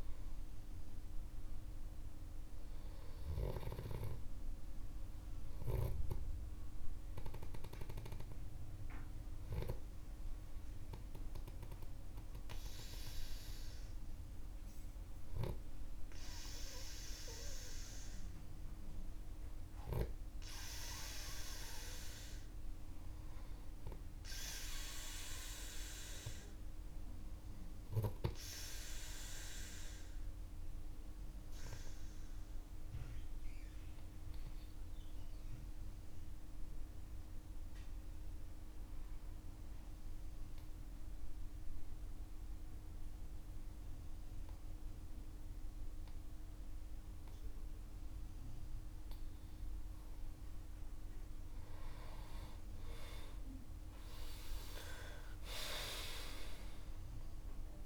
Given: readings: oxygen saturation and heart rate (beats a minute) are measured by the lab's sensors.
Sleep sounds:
breathing in sleep by a room microphone; 2
0.00-2.00 s: arousal
5.00-16.50 s: hypopnea (oxygen 98% before, 91% lowest, heart rate 60 before, 48 extreme, up 12 after)
19.00-22.50 s: arousal
30.00-49.00 s: obstructive apnea (oxygen 98% before, 85% lowest, heart rate 63 before, 47 extreme, up 47 after)
53.00-57.86 s: arousal
From the record:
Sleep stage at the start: N2 (light sleep); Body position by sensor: on the back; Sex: male

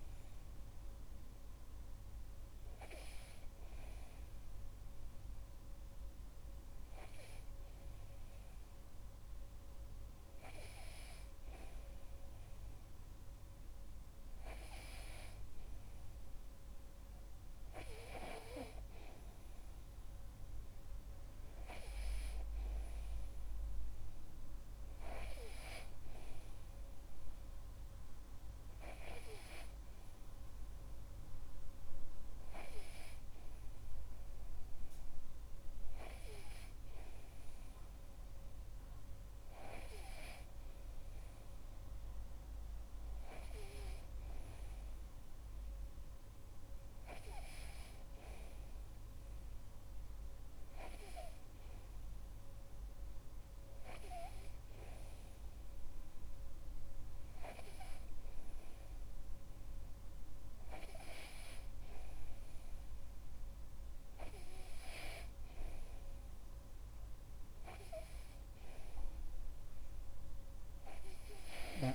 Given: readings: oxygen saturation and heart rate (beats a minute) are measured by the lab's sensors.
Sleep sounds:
breathing in sleep by a room microphone; none
none scored
From the record:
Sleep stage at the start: N2 (light sleep); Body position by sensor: on the back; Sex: male

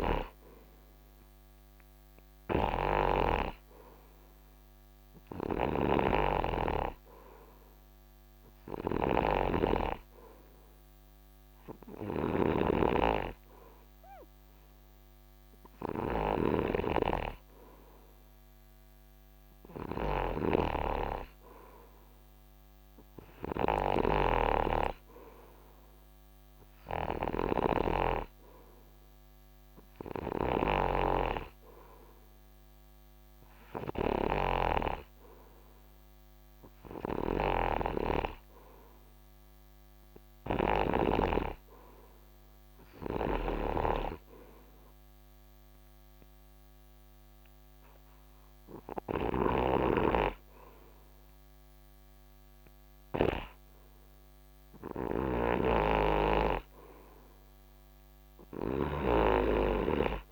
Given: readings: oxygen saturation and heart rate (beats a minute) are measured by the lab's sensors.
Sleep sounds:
breathing in sleep by a microphone on the trachea; none
0.00-41.50 s: snoring (device-marked)
43.50-54.00 s: snoring (device-marked)
56.00-60.31 s: snoring (device-marked)
From the record:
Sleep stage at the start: N2 (light sleep); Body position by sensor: on the right side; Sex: male

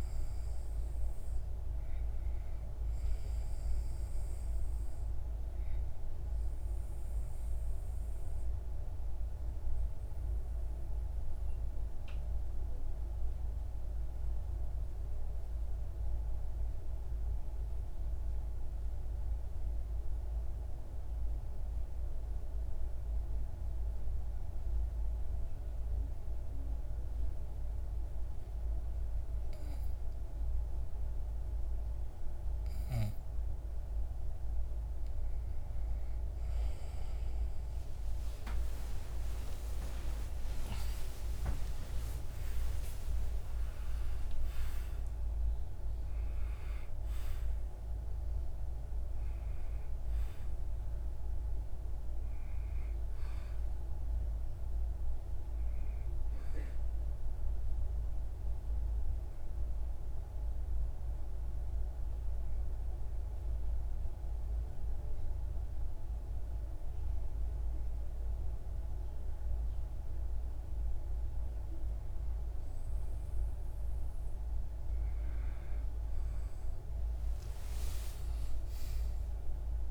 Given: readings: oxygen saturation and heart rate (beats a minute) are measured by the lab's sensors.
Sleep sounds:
breathing in sleep, hard to hear, by a room microphone; 2
0.00-11.00 s: oxygen desaturation (device-marked, oxygen 92% lowest)
6.00-33.00 s: obstructive apnea (oxygen 97% before, 94% lowest)
37.50-42.50 s: arousal
58.00-73.50 s: hypopnea (oxygen 97% before, 94% lowest)
75.00-78.50 s: arousal
From the record:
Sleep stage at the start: N2 (light sleep); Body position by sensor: on the back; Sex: male

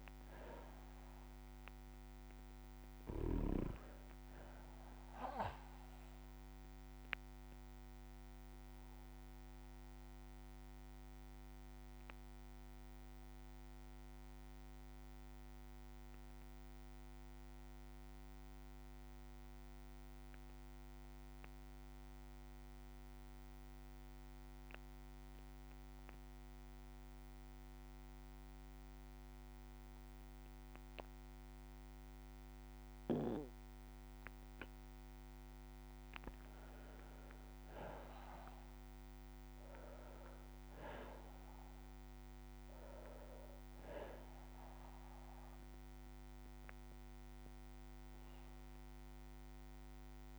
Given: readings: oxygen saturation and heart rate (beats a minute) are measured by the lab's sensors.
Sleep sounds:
breathing in sleep by a microphone on the trachea; 1
0.00-19.50 s: oxygen desaturation (device-marked, oxygen 95% lowest, heart rate 56 extreme)
6.50-33.50 s: bradycardia (device-marked, heart rate 62 before, 56 extreme)
7.50-35.50 s: obstructive apnea (oxygen 99% before, 92% lowest, heart rate 60 before, 56 extreme, up 5 after)
35.50-50.39 s: oxygen desaturation (device-marked, oxygen 98% before, 92% lowest, heart rate 57 before, 56 extreme)
37.00-41.00 s: arousal
45.50-50.39 s: bradycardia (device-marked, heart rate 61 before, 56 extreme)
From the record:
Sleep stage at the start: N2 (light sleep); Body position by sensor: on the back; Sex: male

